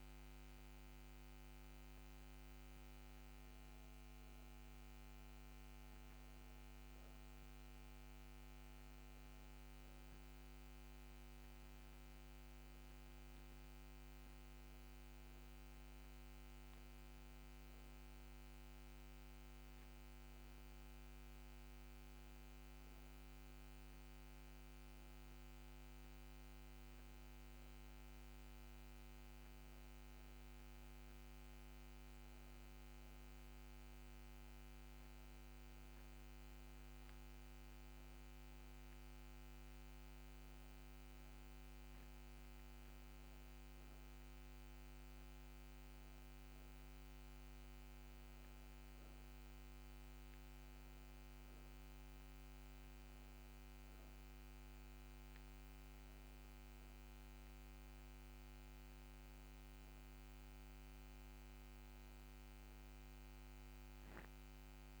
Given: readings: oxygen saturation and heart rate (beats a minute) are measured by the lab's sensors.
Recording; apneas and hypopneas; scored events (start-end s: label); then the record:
breathing in sleep, hard to hear, by a microphone on the trachea; none
0.00-1.00 s: arousal
27.00-31.00 s: arousal
27.00-65.00 s: new sleep stage, N2 (light sleep)
From the record:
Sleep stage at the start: N1 (lightest sleep); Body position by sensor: on the back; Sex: female